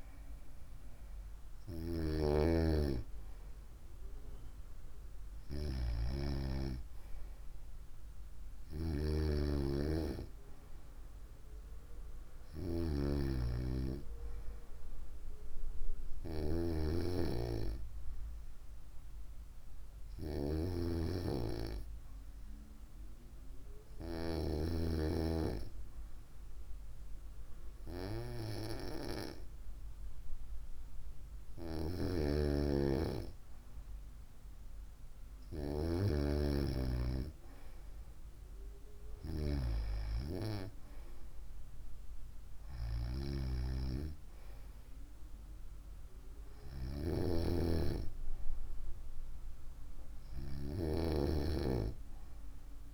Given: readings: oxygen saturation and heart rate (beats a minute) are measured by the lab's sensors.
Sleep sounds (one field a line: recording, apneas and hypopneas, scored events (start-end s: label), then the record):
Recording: breathing in sleep by a room microphone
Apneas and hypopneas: 1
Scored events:
17.50-31.00 s: hypopnea (oxygen 95% before, 94% lowest, heart rate 61 before, 55 extreme, up 1 after)
36.00-40.00 s: arousal
From the record:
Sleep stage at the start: N2 (light sleep)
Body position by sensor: on the right side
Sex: female